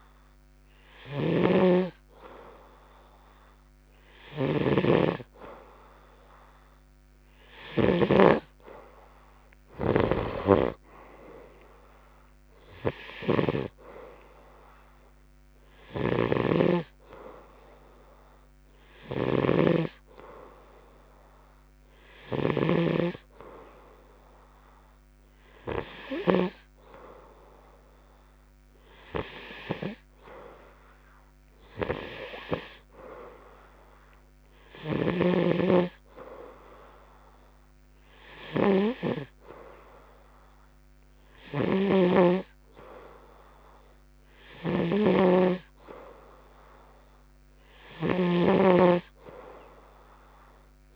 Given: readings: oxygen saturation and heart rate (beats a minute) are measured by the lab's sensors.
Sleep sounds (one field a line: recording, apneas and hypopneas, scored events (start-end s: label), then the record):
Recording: breathing in sleep by a microphone on the trachea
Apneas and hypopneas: none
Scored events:
0.00-27.00 s: snoring (device-marked)
42.00-50.96 s: snoring (device-marked)
From the record:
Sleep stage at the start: N2 (light sleep)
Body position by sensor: on the right side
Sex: male